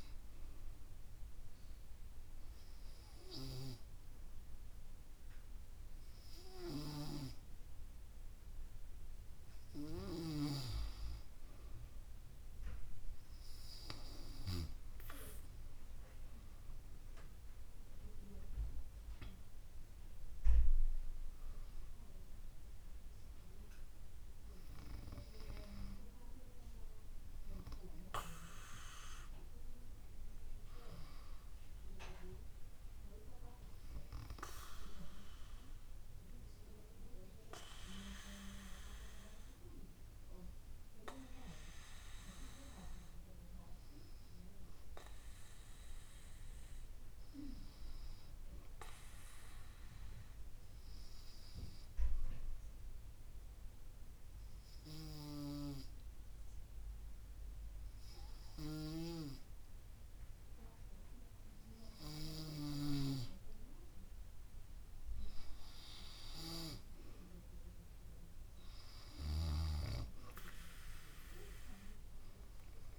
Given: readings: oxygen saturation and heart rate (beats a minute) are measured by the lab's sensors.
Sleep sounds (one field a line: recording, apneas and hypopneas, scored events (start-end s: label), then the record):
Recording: breathing in sleep by a room microphone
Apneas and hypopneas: 2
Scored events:
0.50-10.50 s: hypopnea (oxygen 95% before, 92% lowest, heart rate 72 before, 68 extreme, up 5 after)
15.00-19.00 s: arousal
47.50-51.00 s: arousal
53.50-63.50 s: obstructive apnea (oxygen 95% before, 90% lowest, heart rate 70 before, 65 extreme, up 1 after)
65.50-72.99 s: oxygen desaturation (device-marked, oxygen 95% before, 90% lowest, heart rate 71 before, 65 extreme)
66.00-69.50 s: arousal
From the record:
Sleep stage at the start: N2 (light sleep)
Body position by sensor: on the back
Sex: female